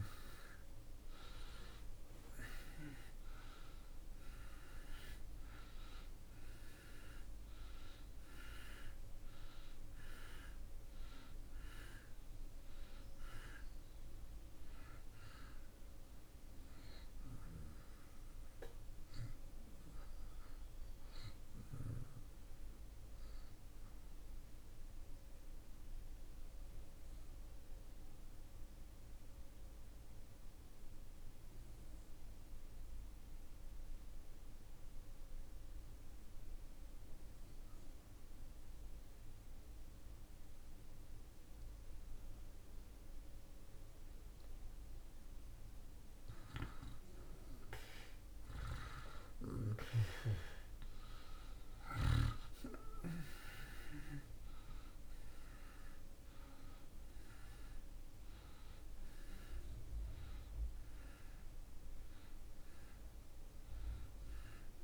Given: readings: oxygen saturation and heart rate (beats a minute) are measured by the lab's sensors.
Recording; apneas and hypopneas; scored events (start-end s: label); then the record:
breathing in sleep by a room microphone; 1
0.00-1.50 s: arousal
0.00-33.00 s: oxygen desaturation (device-marked, oxygen 76% lowest)
23.50-44.50 s: mixed apnea (oxygen 95% before, 76% lowest)
48.00-53.50 s: arousal
50.00-64.84 s: oxygen desaturation (device-marked, oxygen 97% before, 76% lowest)
From the record:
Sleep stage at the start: REM sleep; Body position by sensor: on the back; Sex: male